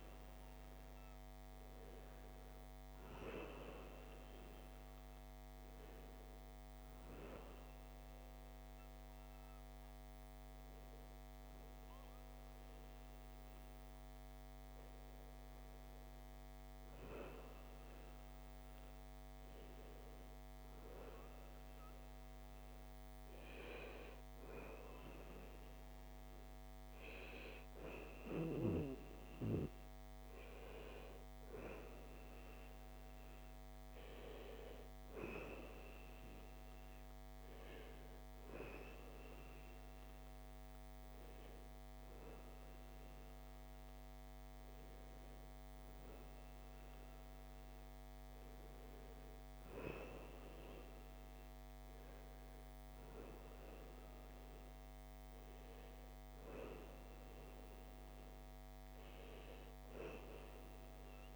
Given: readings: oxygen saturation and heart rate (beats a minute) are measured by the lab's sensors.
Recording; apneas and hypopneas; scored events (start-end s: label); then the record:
breathing in sleep by a microphone on the trachea; none
none scored
From the record:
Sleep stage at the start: N1 (lightest sleep); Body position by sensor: on the right side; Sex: male